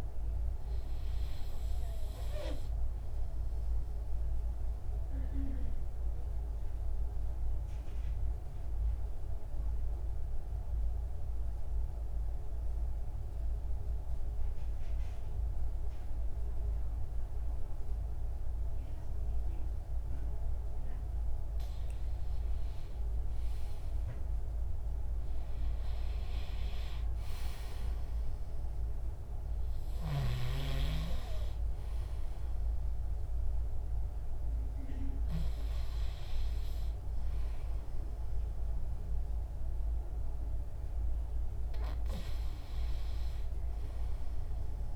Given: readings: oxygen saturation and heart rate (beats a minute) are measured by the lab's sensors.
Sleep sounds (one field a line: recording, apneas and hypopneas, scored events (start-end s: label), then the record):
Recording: breathing in sleep by a room microphone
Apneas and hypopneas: 1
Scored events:
3.50-20.00 s: mixed apnea (oxygen 100% before, 94% lowest)
22.00-27.50 s: arousal
33.00-44.96 s: oxygen desaturation (device-marked, oxygen 98% before, 94% lowest)
From the record:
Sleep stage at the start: REM sleep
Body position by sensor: on the back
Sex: male